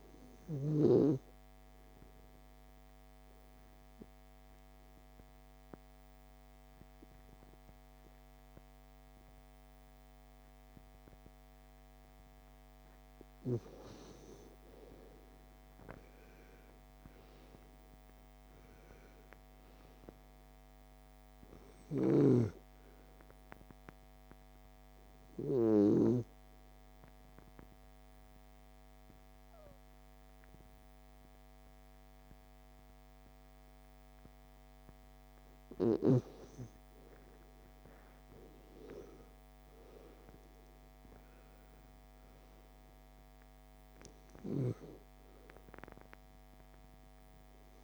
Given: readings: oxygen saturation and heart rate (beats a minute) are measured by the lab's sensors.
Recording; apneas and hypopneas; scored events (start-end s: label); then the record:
breathing in sleep by a microphone on the trachea; 2
3.00-13.00 s: obstructive apnea (oxygen 96% before, 89% lowest)
4.00-18.00 s: oxygen desaturation (device-marked, oxygen 96% before, 92% lowest)
15.00-18.50 s: arousal
23.00-39.00 s: oxygen desaturation (device-marked, oxygen 96% before, 89% lowest)
26.50-36.50 s: obstructive apnea (oxygen 96% before, 89% lowest)
38.50-42.50 s: arousal
From the record:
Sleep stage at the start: N2 (light sleep); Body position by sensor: on the back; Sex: female